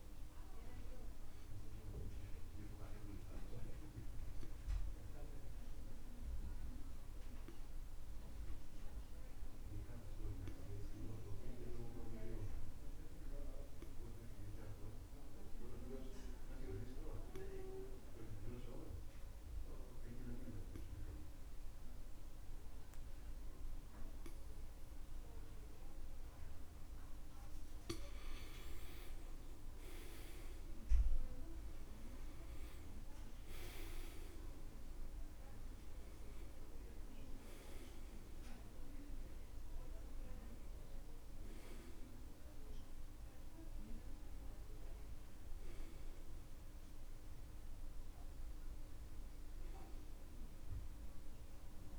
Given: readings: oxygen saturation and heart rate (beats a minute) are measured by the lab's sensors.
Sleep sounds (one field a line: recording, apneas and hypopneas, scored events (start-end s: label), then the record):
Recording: breathing in sleep by a room microphone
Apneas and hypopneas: 1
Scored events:
0.00-14.50 s: oxygen desaturation (device-marked, oxygen 92% lowest, heart rate 64 extreme)
1.00-27.50 s: obstructive apnea (oxygen 97% before, 83% lowest, heart rate 69 before, 64 extreme, up 13 after)
28.50-32.00 s: arousal
28.50-39.50 s: oxygen desaturation (device-marked, oxygen 96% before, 91% lowest, heart rate 66 before, 64 extreme)
41.50-51.99 s: oxygen desaturation (device-marked, oxygen 94% before, 83% lowest, heart rate 72 before, 58 extreme)
From the record:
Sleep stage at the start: N2 (light sleep)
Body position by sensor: on the back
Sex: male